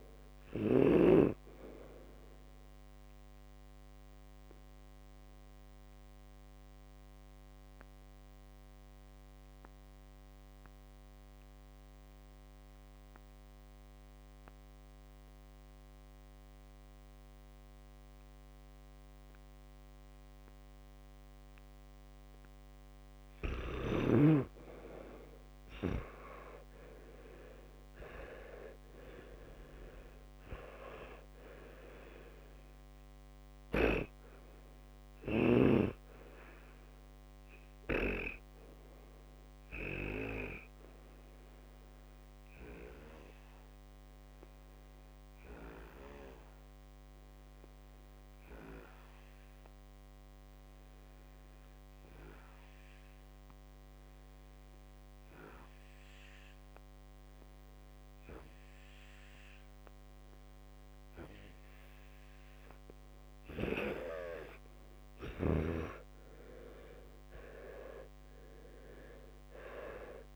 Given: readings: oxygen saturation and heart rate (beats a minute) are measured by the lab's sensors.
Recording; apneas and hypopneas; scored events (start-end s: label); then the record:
breathing in sleep by a microphone on the trachea; 2
0.00-9.00 s: oxygen desaturation (device-marked, oxygen 95% lowest, heart rate 58 extreme)
4.50-22.50 s: obstructive apnea (oxygen 100% before, 91% lowest, heart rate 69 before, 59 extreme, up 13 after)
15.00-24.00 s: oxygen desaturation (device-marked, oxygen 96% before, 93% lowest, heart rate 66 before, 59 extreme)
25.50-29.00 s: arousal
26.00-61.00 s: oxygen desaturation (device-marked, oxygen 100% before, 91% lowest, heart rate 60 before, 58 extreme)
40.50-65.00 s: obstructive apnea (oxygen 100% before, 91% lowest, heart rate 67 before, 58 extreme, up 13 after)
68.00-70.36 s: arousal
From the record:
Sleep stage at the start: N2 (light sleep); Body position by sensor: on the back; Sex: male